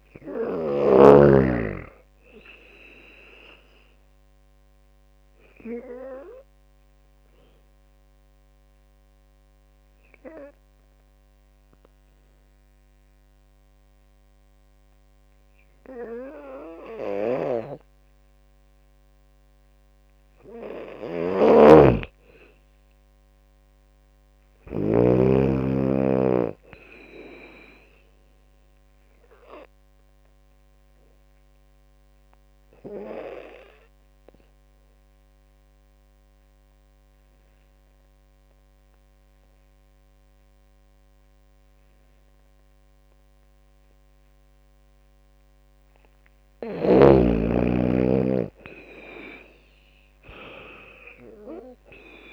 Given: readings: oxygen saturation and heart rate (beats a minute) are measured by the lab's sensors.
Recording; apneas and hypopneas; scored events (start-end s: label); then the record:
breathing in sleep by a microphone on the trachea; 2
0.00-9.00 s: drop in pulse transit time (device-marked, heart rate 77 extreme)
1.00-18.00 s: oxygen desaturation (device-marked, oxygen 98% before, 91% lowest, heart rate 76 before, 68 extreme)
4.00-19.50 s: obstructive apnea (oxygen 99% before, 90% lowest, heart rate 79 before, 68 extreme, up 16 after)
17.00-25.00 s: snoring (device-marked)
22.00-24.50 s: arousal
23.00-33.00 s: drop in pulse transit time (device-marked, heart rate 75 before, 79 extreme)
26.00-44.00 s: oxygen desaturation (device-marked, oxygen 99% before, 93% lowest, heart rate 75 before, 71 extreme)
29.00-45.00 s: obstructive apnea (oxygen 99% before, 90% lowest, heart rate 75 before, 71 extreme, up 15 after)
47.00-50.00 s: arousal
48.00-52.33 s: drop in pulse transit time (device-marked, heart rate 77 before, 77 extreme)
50.00-52.33 s: oxygen desaturation (device-marked, oxygen 98% before, 90% lowest, heart rate 77 before, 64 extreme)
From the record:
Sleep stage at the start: N2 (light sleep); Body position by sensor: on the back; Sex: female